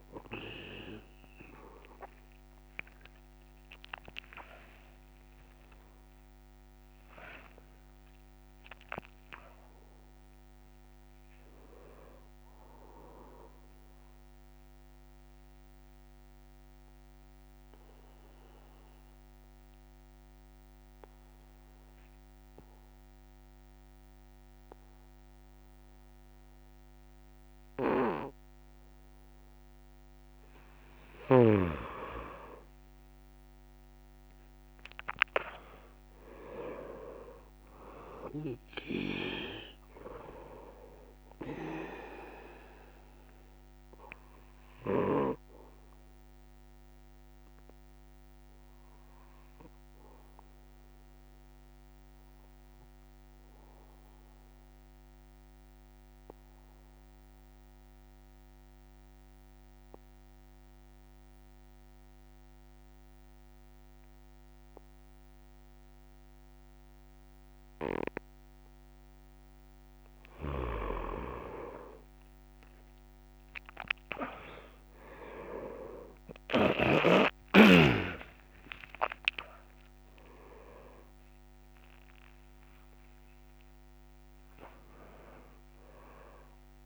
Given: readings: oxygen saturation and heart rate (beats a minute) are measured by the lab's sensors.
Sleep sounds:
breathing in sleep by a microphone on the trachea; 2
5.00-86.86 s: new sleep stage, N1 (lightest sleep)
14.00-30.50 s: obstructive apnea (oxygen 100% before, 94% lowest)
45.00-68.50 s: obstructive apnea (oxygen 100% before, 94% lowest)
49.00-61.00 s: oxygen desaturation (device-marked, oxygen 99% before, 94% lowest)
70.00-76.50 s: snoring (device-marked)
From the record:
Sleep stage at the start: N3 (deep sleep); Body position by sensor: on the back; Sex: male

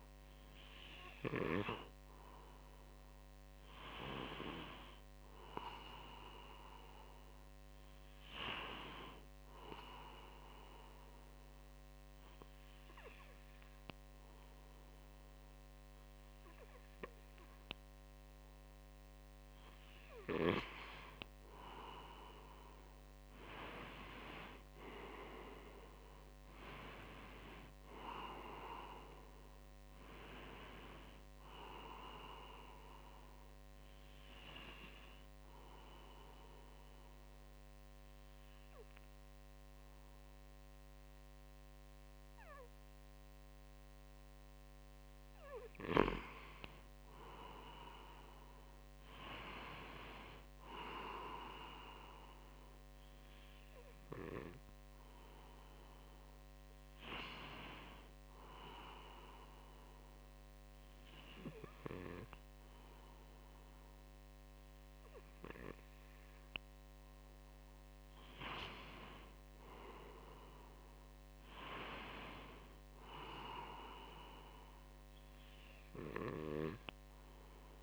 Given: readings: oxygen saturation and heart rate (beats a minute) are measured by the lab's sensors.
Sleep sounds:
breathing in sleep by a microphone on the trachea; 3
0.00-1.00 s: arousal
8.50-19.50 s: obstructive apnea (oxygen 96% before, 94% lowest, heart rate 64 before, 59 extreme, up 6 after)
22.50-27.00 s: arousal
32.00-45.00 s: obstructive apnea (oxygen 96% before, 94% lowest, heart rate 66 before, 58 extreme, up 5 after)
45.50-49.00 s: arousal
57.50-68.50 s: obstructive apnea (oxygen 97% before, 94% lowest, heart rate 61 before, 61 extreme, up 4 after)
71.00-74.00 s: arousal
From the record:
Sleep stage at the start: N2 (light sleep); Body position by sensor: on the front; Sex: male

